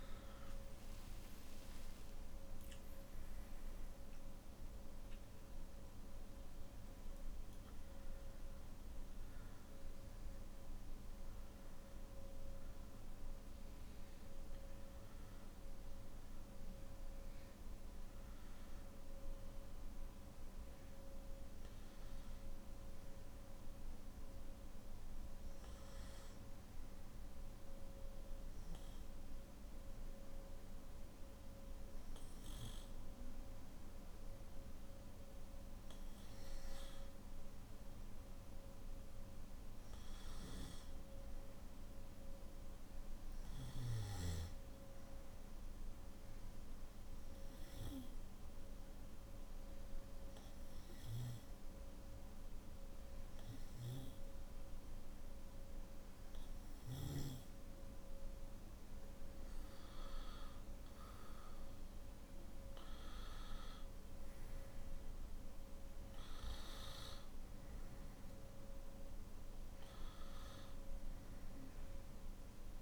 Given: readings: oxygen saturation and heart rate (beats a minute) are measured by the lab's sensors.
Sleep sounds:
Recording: breathing in sleep, hard to hear, by a room microphone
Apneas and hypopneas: 1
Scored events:
0.50-20.50 s: oxygen desaturation (device-marked, oxygen 97% before, 92% lowest, heart rate 52 before, 49 extreme)
38.50-72.82 s: new sleep stage, N1 (lightest sleep)
42.50-57.50 s: hypopnea (oxygen 98% before, 93% lowest, heart rate 53 before, 52 extreme, up 8 after)
From the record:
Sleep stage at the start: N2 (light sleep)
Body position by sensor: on the back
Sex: male

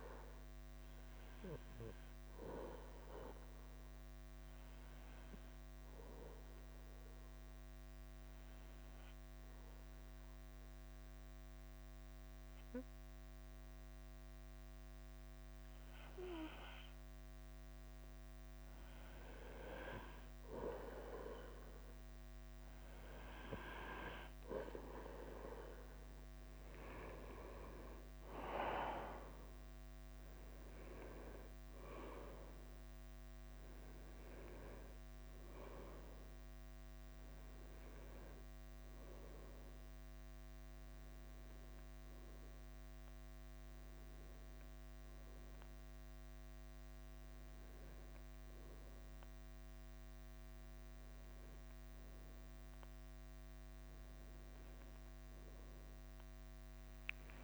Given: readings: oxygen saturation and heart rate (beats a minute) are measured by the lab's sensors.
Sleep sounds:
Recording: breathing in sleep by a microphone on the trachea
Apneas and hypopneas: 1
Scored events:
0.00-57.44 s: bradycardia (device-marked, heart rate 46 extreme)
1.50-18.00 s: obstructive apnea (oxygen 98% before, 93% lowest, heart rate 50 before, 48 extreme, up 4 after)
29.50-57.44 s: new sleep stage, N1 (lightest sleep)
From the record:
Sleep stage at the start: N2 (light sleep)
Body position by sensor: upright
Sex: male

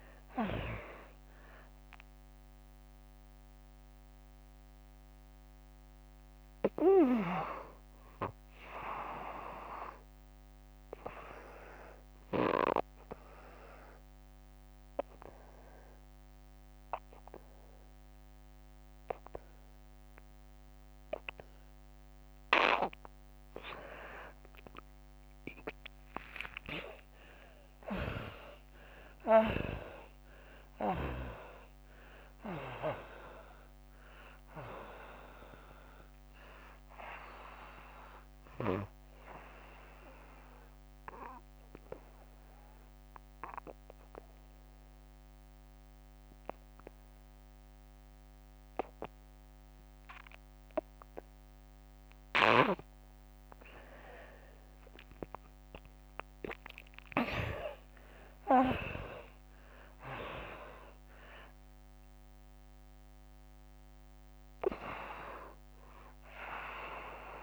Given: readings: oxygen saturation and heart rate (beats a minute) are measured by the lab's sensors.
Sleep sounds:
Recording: breathing in sleep by a microphone on the trachea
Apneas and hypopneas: 2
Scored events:
0.50-13.50 s: oxygen desaturation (device-marked, oxygen 97% before, 84% lowest, heart rate 82 before, 71 extreme)
11.00-22.00 s: obstructive apnea (oxygen 97% before, 81% lowest, heart rate 85 before, 71 extreme, up 15 after)
20.50-45.50 s: oxygen desaturation (device-marked, oxygen 97% before, 81% lowest, heart rate 88 before, 69 extreme)
24.50-29.00 s: arousal
40.00-52.00 s: obstructive apnea (oxygen 97% before, 82% lowest, heart rate 86 before, 69 extreme, up 10 after)
54.50-58.50 s: arousal
57.50-67.43 s: oxygen desaturation (device-marked, oxygen 98% before, 83% lowest, heart rate 81 before, 68 extreme)
From the record:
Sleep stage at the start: N2 (light sleep)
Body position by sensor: on the right side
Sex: female

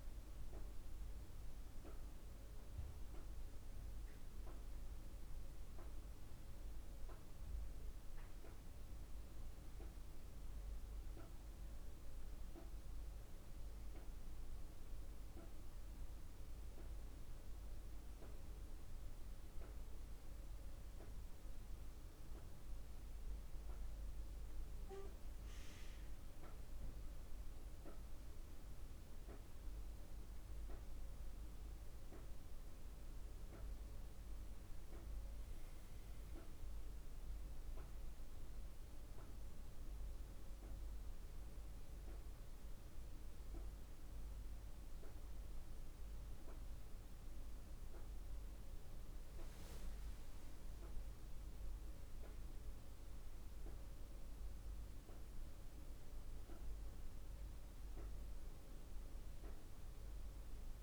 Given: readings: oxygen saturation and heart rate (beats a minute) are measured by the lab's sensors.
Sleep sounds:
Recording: breathing in sleep, hard to hear, by a room microphone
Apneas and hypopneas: 1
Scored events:
4.00-26.00 s: mixed apnea (oxygen 98% before, 94% lowest, heart rate 54 before, 35 extreme, up 5 after)
12.00-60.83 s: new sleep stage, N1 (lightest sleep)
28.00-51.00 s: oxygen desaturation (device-marked, oxygen 97% before, 94% lowest, heart rate 48 before, 37 extreme)
29.00-33.00 s: arousal
From the record:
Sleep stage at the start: N2 (light sleep)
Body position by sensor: on the back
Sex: female

